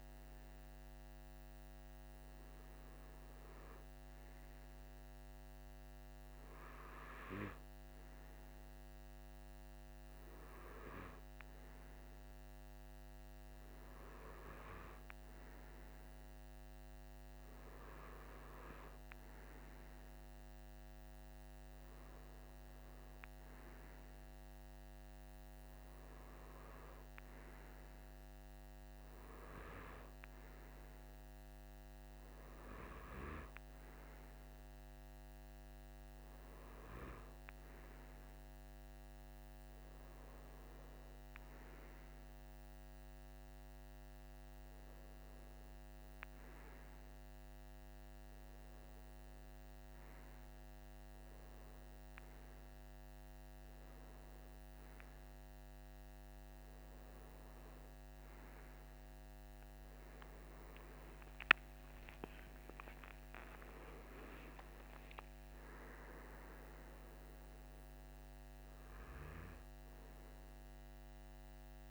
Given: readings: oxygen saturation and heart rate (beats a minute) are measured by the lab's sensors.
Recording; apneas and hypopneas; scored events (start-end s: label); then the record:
breathing in sleep by a microphone on the trachea; none
35.00-71.91 s: new sleep stage, N2 (light sleep)
60.50-64.50 s: arousal
From the record:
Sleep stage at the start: REM sleep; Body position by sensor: on the right side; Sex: male